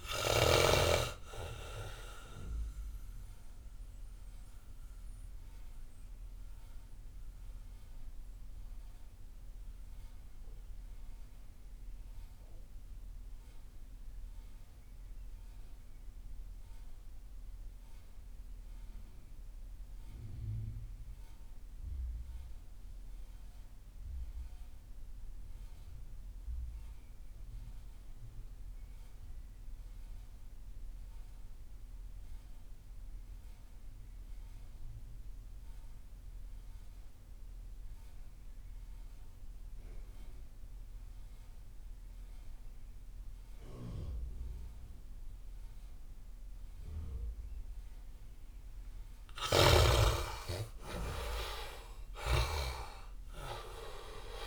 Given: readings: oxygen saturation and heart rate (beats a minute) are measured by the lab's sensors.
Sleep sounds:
breathing in sleep by a room microphone; 1
0.00-15.00 s: oxygen desaturation (device-marked, oxygen 71% lowest)
1.50-47.50 s: mixed apnea (oxygen 96% before, 66% lowest)
28.00-54.46 s: oxygen desaturation (device-marked, oxygen 98% before, 66% lowest)
50.00-53.50 s: arousal
From the record:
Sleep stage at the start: REM sleep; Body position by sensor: on the back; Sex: male

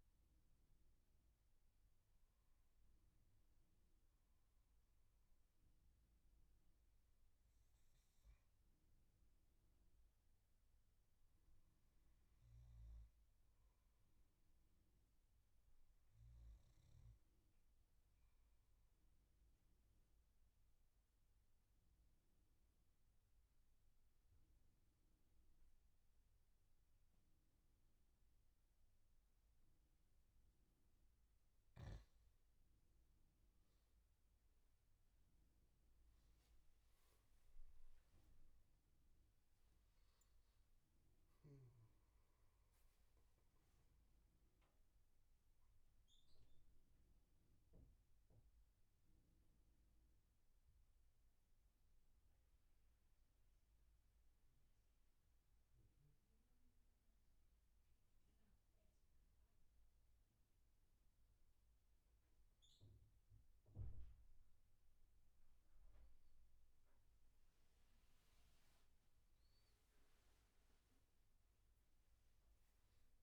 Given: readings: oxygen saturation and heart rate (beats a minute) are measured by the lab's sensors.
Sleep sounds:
breathing in sleep, hard to hear, by a room microphone; 1
19.00-31.00 s: obstructive apnea (oxygen 96% before, 91% lowest, heart rate 78 before, 69 extreme, up 11 after)
33.00-36.00 s: arousal
35.00-64.00 s: oxygen desaturation (device-marked, oxygen 96% before, 91% lowest, heart rate 77 before, 69 extreme)
67.00-71.00 s: arousal
From the record:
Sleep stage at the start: N2 (light sleep); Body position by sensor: on the back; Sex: male

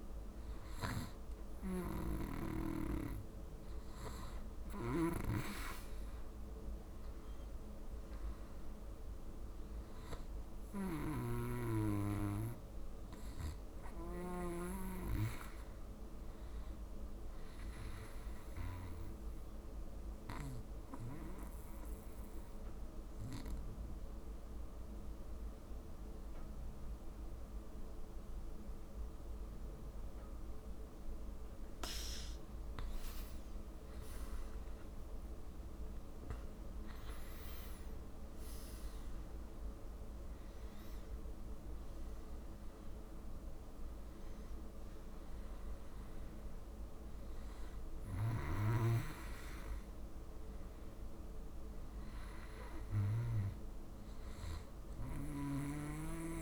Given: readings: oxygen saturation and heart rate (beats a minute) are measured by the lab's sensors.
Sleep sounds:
breathing in sleep by a room microphone; 1
1.50-5.50 s: snoring (device-marked)
13.50-17.00 s: arousal
18.50-31.50 s: obstructive apnea (oxygen 95% before, 91% lowest)
33.00-36.50 s: arousal
38.00-56.42 s: oxygen desaturation (device-marked, oxygen 95% before, 91% lowest)
From the record:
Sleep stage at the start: N2 (light sleep); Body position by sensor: on the back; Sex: male

